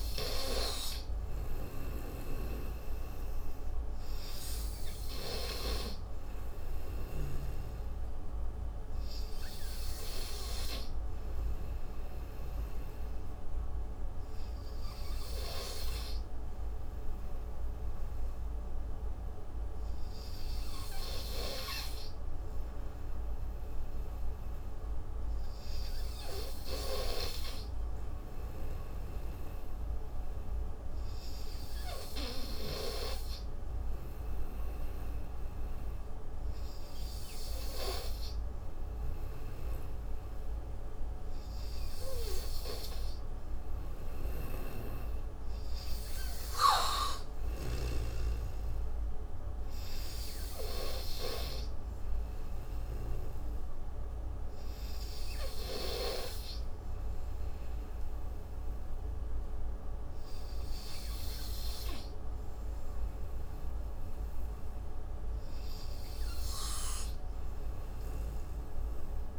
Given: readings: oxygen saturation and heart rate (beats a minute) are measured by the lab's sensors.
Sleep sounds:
breathing in sleep by a room microphone; none
2.50-22.50 s: oxygen desaturation (device-marked, oxygen 95% before, 91% lowest)
From the record:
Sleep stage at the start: N3 (deep sleep); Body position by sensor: on the right side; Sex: male

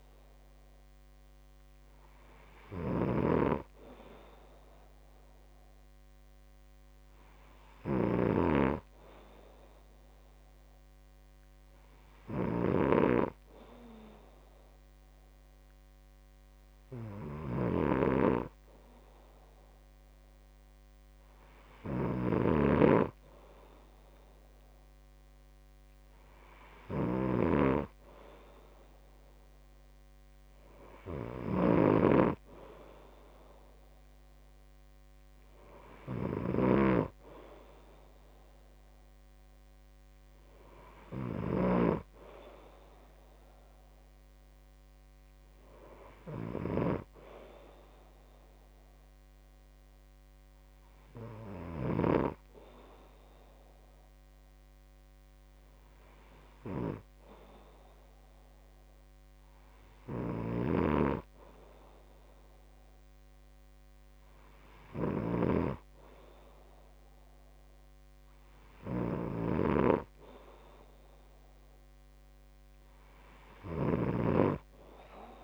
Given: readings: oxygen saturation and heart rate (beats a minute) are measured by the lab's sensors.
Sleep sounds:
breathing in sleep by a microphone on the trachea; none
none scored
From the record:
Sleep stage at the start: N2 (light sleep); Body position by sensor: on the back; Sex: male

